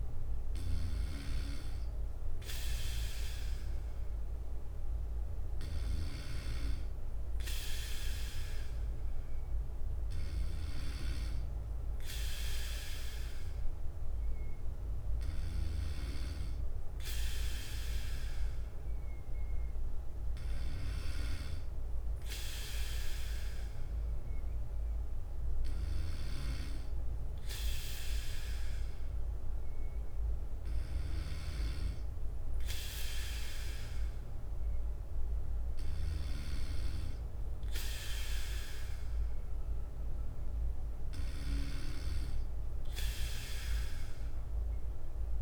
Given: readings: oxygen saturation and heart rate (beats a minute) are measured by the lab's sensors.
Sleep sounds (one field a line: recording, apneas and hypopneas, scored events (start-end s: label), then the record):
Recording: breathing in sleep by a room microphone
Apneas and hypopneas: none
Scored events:
0.00-38.50 s: bradycardia (device-marked, heart rate 56 extreme)
40.50-43.50 s: bradycardia (device-marked, heart rate 59 before, 59 extreme)
From the record:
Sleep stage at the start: N2 (light sleep)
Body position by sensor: on the back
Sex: male